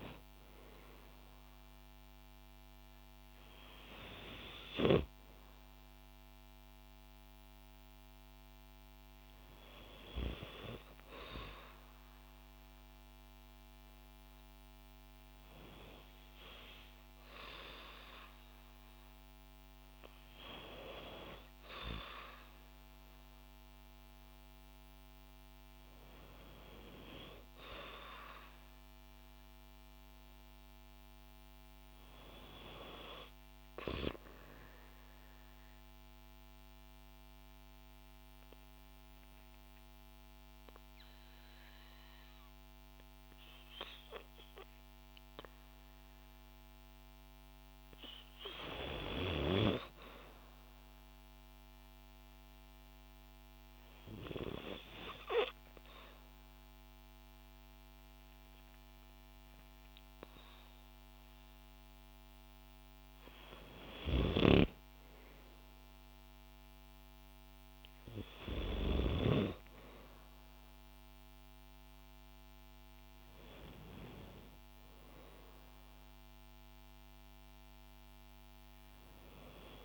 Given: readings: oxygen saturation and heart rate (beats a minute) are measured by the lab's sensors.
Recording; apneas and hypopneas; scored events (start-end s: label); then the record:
breathing in sleep by a microphone on the trachea; 1
0.00-4.00 s: arousal
0.00-7.00 s: oxygen desaturation (device-marked, oxygen 90% lowest, heart rate 57 extreme)
34.50-47.00 s: obstructive apnea (oxygen 96% before, 91% lowest, heart rate 59 before, 60 extreme, up 4 after)
50.00-53.00 s: arousal
51.00-65.00 s: oxygen desaturation (device-marked, oxygen 95% before, 91% lowest, heart rate 61 before, 56 extreme)
64.00-67.50 s: arousal
From the record:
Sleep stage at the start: N2 (light sleep); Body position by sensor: on the back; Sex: female